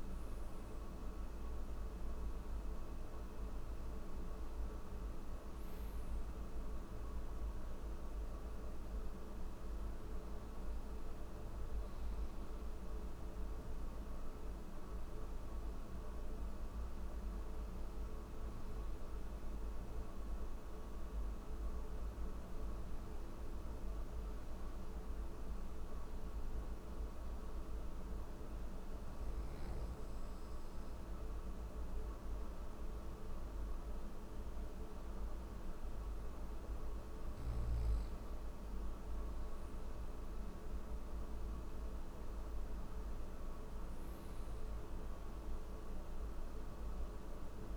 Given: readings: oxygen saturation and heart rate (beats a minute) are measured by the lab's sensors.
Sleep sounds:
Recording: breathing in sleep, hard to hear, by a room microphone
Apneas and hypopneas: none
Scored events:
none scored
From the record:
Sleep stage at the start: N1 (lightest sleep)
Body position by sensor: on the back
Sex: male

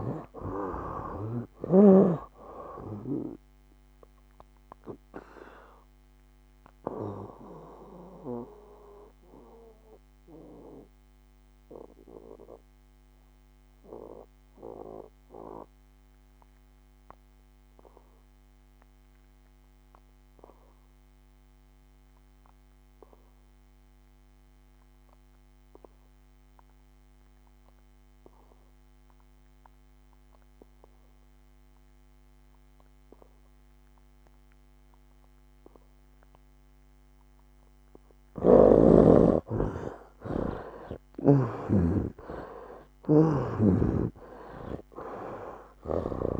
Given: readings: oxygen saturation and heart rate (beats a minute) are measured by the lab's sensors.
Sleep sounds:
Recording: breathing in sleep by a microphone on the trachea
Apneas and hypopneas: 1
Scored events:
0.00-27.50 s: oxygen desaturation (device-marked, oxygen 71% lowest, heart rate 64 extreme)
6.50-38.00 s: mixed apnea (oxygen 98% before, 71% lowest, heart rate 76 before, 64 extreme, up 16 after)
36.50-46.40 s: oxygen desaturation (device-marked, oxygen 99% before, 71% lowest, heart rate 69 before, 65 extreme)
38.00-41.50 s: snoring (device-marked)
42.50-46.00 s: arousal
From the record:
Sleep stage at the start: N2 (light sleep)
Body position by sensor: on the back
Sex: male

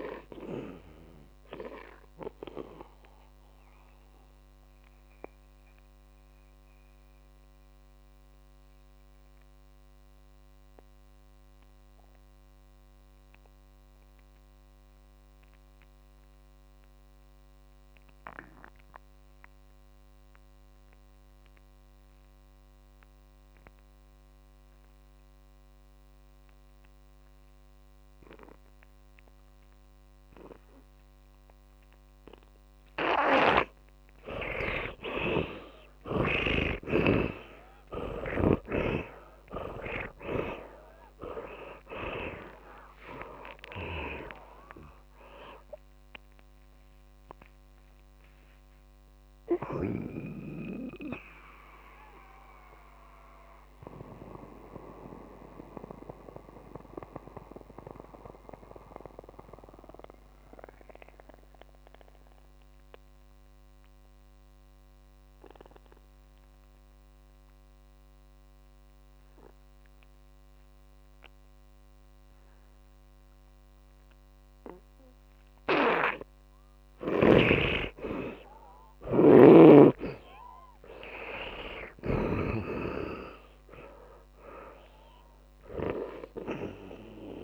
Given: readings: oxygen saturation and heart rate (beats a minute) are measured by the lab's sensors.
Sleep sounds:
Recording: breathing in sleep by a microphone on the trachea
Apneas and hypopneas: 2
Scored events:
0.00-22.00 s: oxygen desaturation (device-marked, oxygen 74% lowest)
3.50-32.00 s: mixed apnea (oxygen 99% before, 72% lowest)
24.00-67.00 s: oxygen desaturation (device-marked, oxygen 100% before, 72% lowest)
42.00-47.50 s: arousal
54.50-75.00 s: mixed apnea (oxygen 99% before, 72% lowest)
78.00-82.00 s: arousal
78.00-87.44 s: oxygen desaturation (device-marked, oxygen 100% before, 77% lowest)
From the record:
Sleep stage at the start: N2 (light sleep)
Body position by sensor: on the back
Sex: male

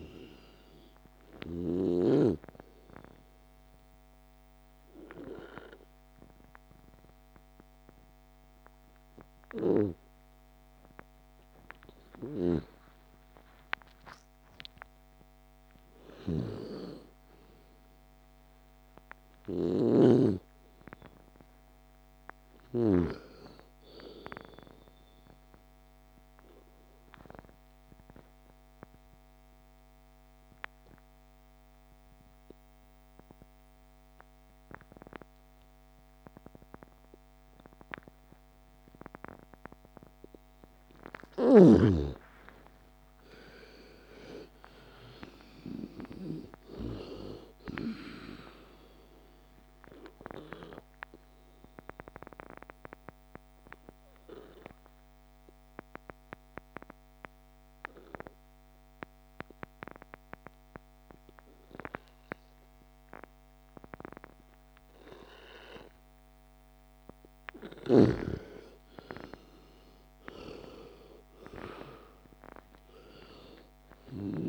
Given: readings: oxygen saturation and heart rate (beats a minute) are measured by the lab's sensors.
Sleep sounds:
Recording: breathing in sleep by a microphone on the trachea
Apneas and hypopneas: 3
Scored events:
1.00-12.00 s: obstructive apnea (oxygen 99% before, 85% lowest, heart rate 45 before, 47 extreme, up 19 after)
4.50-17.50 s: oxygen desaturation (device-marked, oxygen 98% before, 89% lowest, heart rate 47 before, 47 extreme)
14.50-19.50 s: arousal
16.00-23.00 s: snoring (device-marked)
25.00-40.00 s: obstructive apnea (oxygen 98% before, 85% lowest, heart rate 57 before, 29 extreme, up 12 after)
41.50-45.00 s: arousal
46.50-71.50 s: oxygen desaturation (device-marked, oxygen 96% before, 85% lowest, heart rate 57 before, 29 extreme)
49.50-67.50 s: obstructive apnea (oxygen 97% before, 85% lowest, heart rate 58 before, 29 extreme, up 29 after)
70.00-74.49 s: arousal
From the record:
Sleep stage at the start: N2 (light sleep)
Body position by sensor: on the back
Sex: female

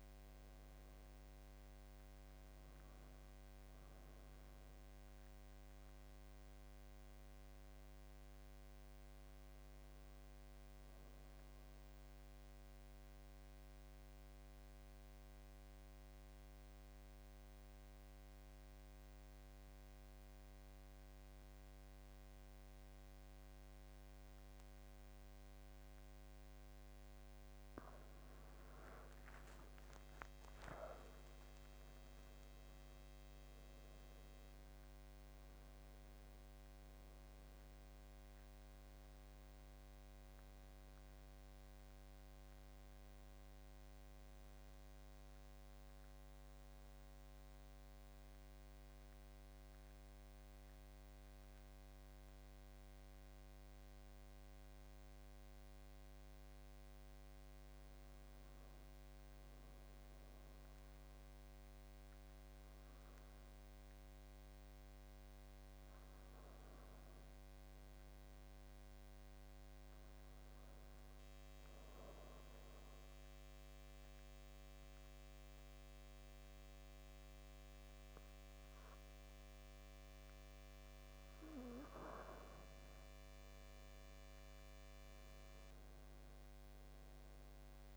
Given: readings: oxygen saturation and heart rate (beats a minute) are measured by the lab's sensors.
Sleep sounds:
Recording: breathing in sleep, hard to hear, by a microphone on the trachea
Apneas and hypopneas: 3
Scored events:
0.00-16.50 s: oxygen desaturation (device-marked, oxygen 91% lowest, heart rate 75 extreme)
7.00-27.50 s: obstructive apnea (oxygen 95% before, 88% lowest, heart rate 83 before, 75 extreme, up 11 after)
28.50-55.50 s: oxygen desaturation (device-marked, oxygen 95% before, 88% lowest, heart rate 79 before, 72 extreme)
29.00-33.00 s: arousal
48.00-58.00 s: central apnea (oxygen 95% before, 88% lowest, heart rate 86 before, 72 extreme, up 10 after)
60.50-63.50 s: arousal
70.50-82.50 s: obstructive apnea (oxygen 97% before, 89% lowest, heart rate 79 before, 76 extreme, up 11 after)
71.50-81.50 s: oxygen desaturation (device-marked, oxygen 97% before, 92% lowest, heart rate 79 before, 76 extreme)
84.00-87.50 s: arousal
From the record:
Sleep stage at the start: N2 (light sleep)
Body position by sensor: on the back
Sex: male

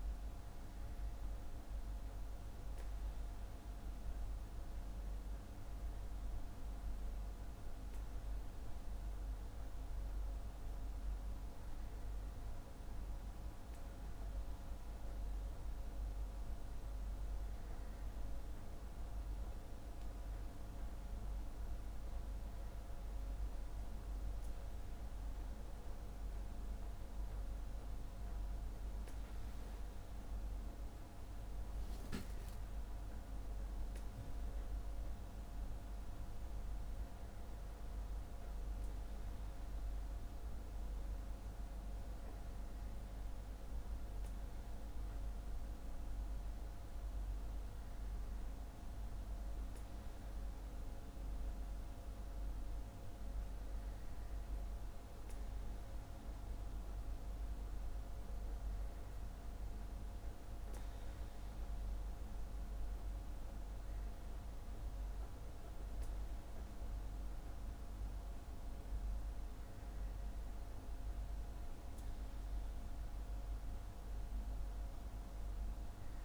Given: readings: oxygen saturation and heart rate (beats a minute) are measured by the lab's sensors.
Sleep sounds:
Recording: breathing in sleep, hard to hear, by a room microphone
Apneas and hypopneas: none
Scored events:
none scored
From the record:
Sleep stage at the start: N2 (light sleep)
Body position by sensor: on the back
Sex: male

